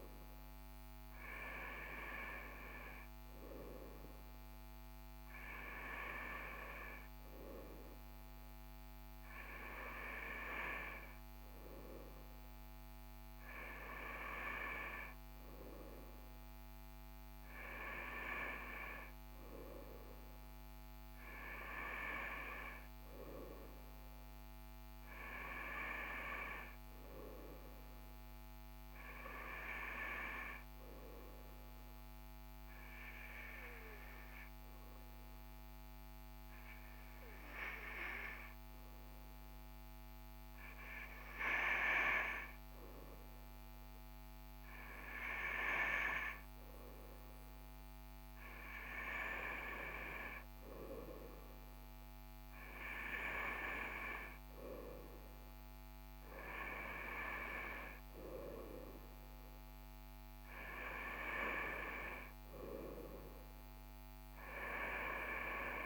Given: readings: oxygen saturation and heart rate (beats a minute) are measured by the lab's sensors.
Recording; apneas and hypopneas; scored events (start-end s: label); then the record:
breathing in sleep by a microphone on the trachea; 1
29.00-42.50 s: obstructive apnea (oxygen 97% before, 96% lowest, heart rate 42 before, 42 extreme, up 1 after)
45.00-49.50 s: arousal
From the record:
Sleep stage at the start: N2 (light sleep); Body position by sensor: on the right side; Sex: male